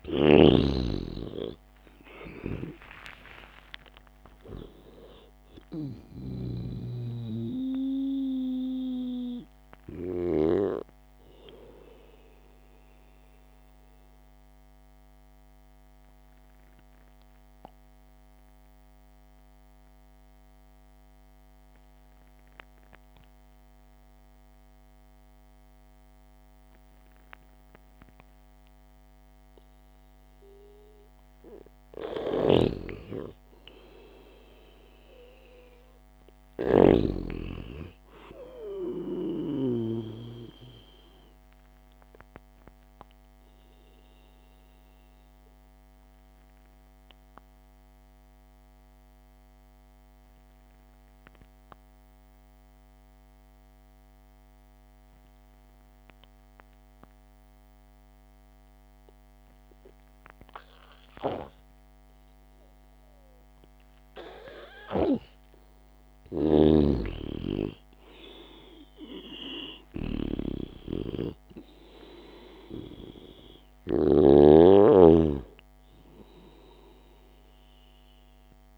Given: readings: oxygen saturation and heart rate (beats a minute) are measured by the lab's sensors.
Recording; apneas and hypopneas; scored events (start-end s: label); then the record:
breathing in sleep by a microphone on the trachea; 2
0.00-11.00 s: snoring (device-marked)
0.50-5.00 s: arousal
15.00-31.50 s: obstructive apnea (oxygen 98% before, 93% lowest, heart rate 60 before, 54 extreme, up 1 after)
32.50-37.50 s: snoring (device-marked)
34.00-37.50 s: arousal
44.50-63.00 s: obstructive apnea (oxygen 99% before, 93% lowest, heart rate 60 before, 52 extreme, up 0 after)
66.50-70.50 s: arousal
66.50-74.50 s: snoring (device-marked)
From the record:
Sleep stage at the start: N2 (light sleep); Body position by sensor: on the back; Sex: male